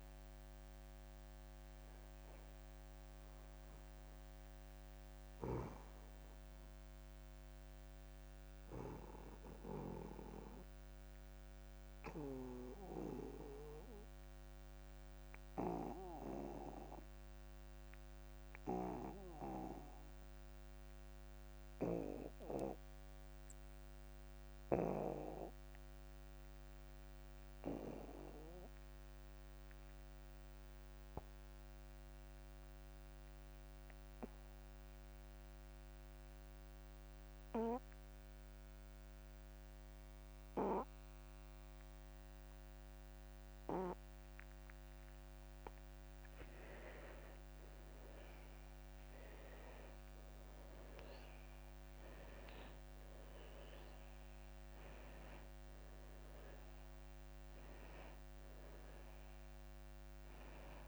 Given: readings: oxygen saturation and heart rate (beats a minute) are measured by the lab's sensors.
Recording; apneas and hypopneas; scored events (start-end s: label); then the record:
breathing in sleep by a microphone on the trachea; 1
0.00-14.50 s: oxygen desaturation (device-marked, oxygen 79% lowest)
5.00-46.00 s: obstructive apnea (oxygen 93% before, 78% lowest)
29.50-60.88 s: oxygen desaturation (device-marked, oxygen 99% before, 78% lowest)
48.00-51.50 s: arousal
From the record:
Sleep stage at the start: N2 (light sleep); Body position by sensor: on the back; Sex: male